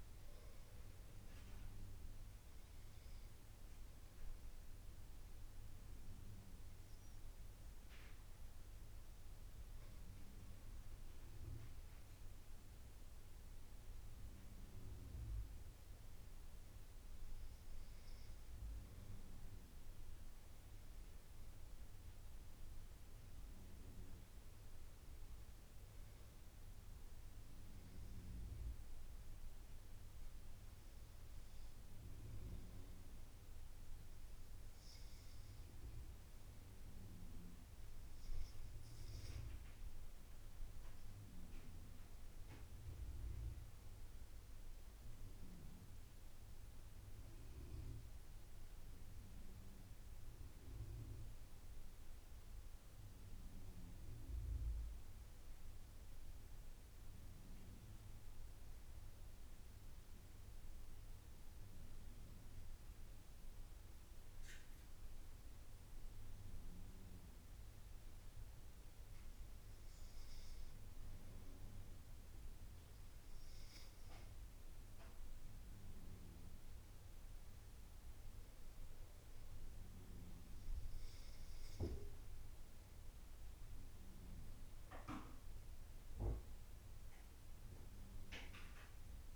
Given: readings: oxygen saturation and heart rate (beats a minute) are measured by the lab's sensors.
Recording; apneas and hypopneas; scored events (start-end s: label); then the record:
breathing in sleep, hard to hear, by a room microphone; 2
28.00-39.00 s: obstructive apnea (oxygen 92% before, 89% lowest, heart rate 82 before, 75 extreme, up 4 after)
41.50-45.50 s: arousal
43.00-64.00 s: oxygen desaturation (device-marked, oxygen 92% before, 89% lowest, heart rate 83 before, 75 extreme)
55.00-66.00 s: obstructive apnea (oxygen 92% before, 89% lowest, heart rate 84 before, 75 extreme, up 6 after)
68.00-70.50 s: arousal
From the record:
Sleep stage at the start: N2 (light sleep); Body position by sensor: on the back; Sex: male